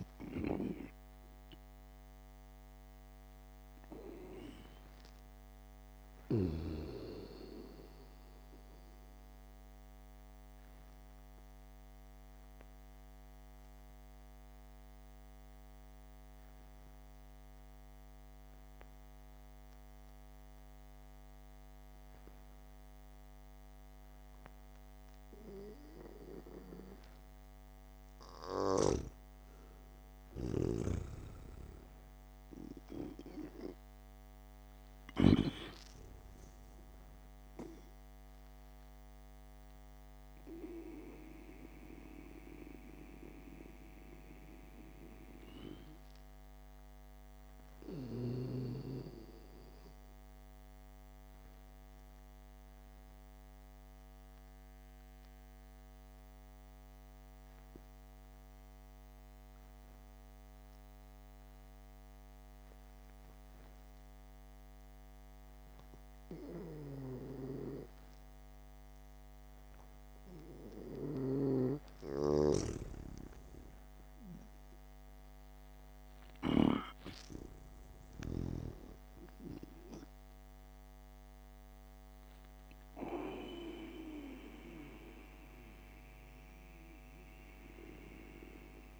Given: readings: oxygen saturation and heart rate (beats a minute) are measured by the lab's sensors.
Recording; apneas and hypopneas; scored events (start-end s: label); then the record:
breathing in sleep by a microphone on the trachea; 2
8.50-21.50 s: oxygen desaturation (device-marked, oxygen 97% before, 92% lowest, heart rate 67 before, 63 extreme)
10.50-28.00 s: obstructive apnea (oxygen 98% before, 92% lowest, heart rate 67 before, 62 extreme, up 5 after)
30.50-34.00 s: arousal
52.50-69.00 s: obstructive apnea (oxygen 98% before, 93% lowest, heart rate 65 before, 58 extreme, up 1 after)
72.00-75.50 s: arousal
75.50-89.00 s: oxygen desaturation (device-marked, oxygen 98% before, 93% lowest, heart rate 68 before, 58 extreme)
From the record:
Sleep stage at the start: N2 (light sleep); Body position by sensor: on the back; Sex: male